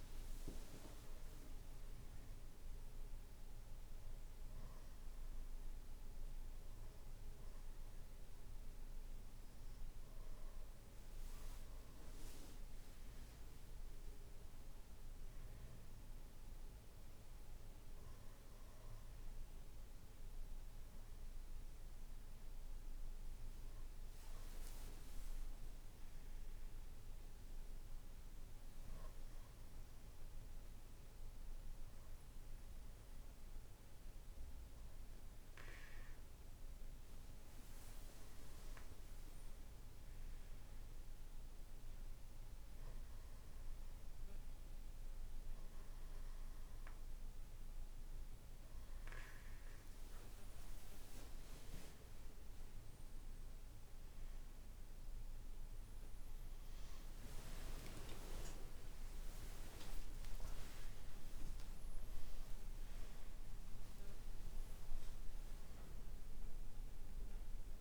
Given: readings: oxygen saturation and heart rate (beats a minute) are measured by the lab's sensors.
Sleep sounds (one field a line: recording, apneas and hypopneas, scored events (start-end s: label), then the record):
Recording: a person partly awake in a sleep study, by a room microphone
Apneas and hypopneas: none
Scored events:
47.50-67.81 s: new sleep stage, awake
From the record:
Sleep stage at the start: N2 (light sleep)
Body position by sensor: on the back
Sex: male